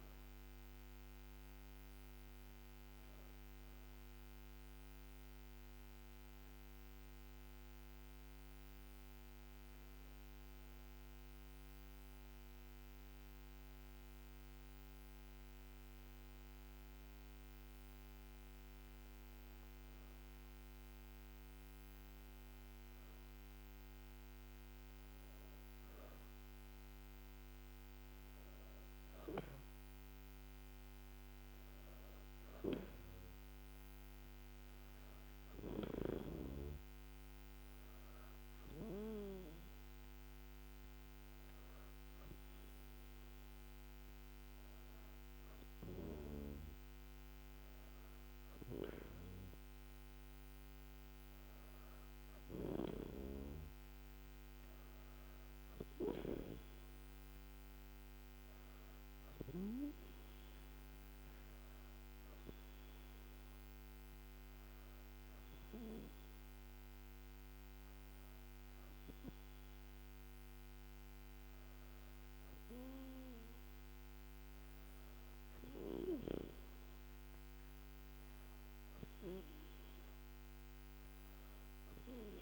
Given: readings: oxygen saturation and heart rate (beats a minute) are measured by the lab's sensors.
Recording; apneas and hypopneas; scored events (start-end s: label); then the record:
breathing in sleep by a microphone on the trachea; none
none scored
From the record:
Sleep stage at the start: N2 (light sleep); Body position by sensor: on the back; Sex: female